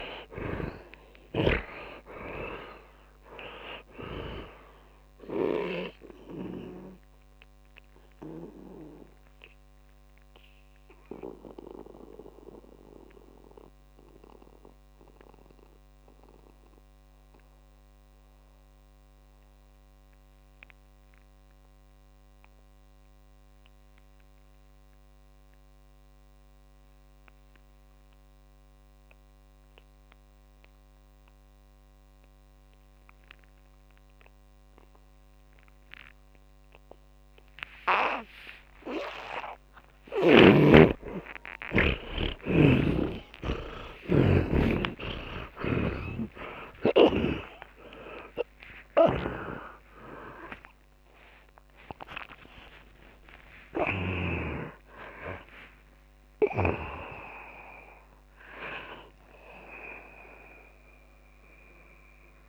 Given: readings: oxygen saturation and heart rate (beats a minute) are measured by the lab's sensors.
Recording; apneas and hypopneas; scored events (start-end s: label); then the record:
breathing in sleep by a microphone on the trachea; 1
0.00-2.50 s: arousal
0.00-6.50 s: snoring (device-marked)
0.00-26.00 s: oxygen desaturation (device-marked, oxygen 77% lowest)
7.00-40.00 s: mixed apnea (oxygen 100% before, 77% lowest)
34.00-59.00 s: oxygen desaturation (device-marked, oxygen 100% before, 80% lowest)
41.50-48.00 s: arousal
43.00-55.00 s: snoring (device-marked)
From the record:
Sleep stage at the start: N2 (light sleep); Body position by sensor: on the back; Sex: male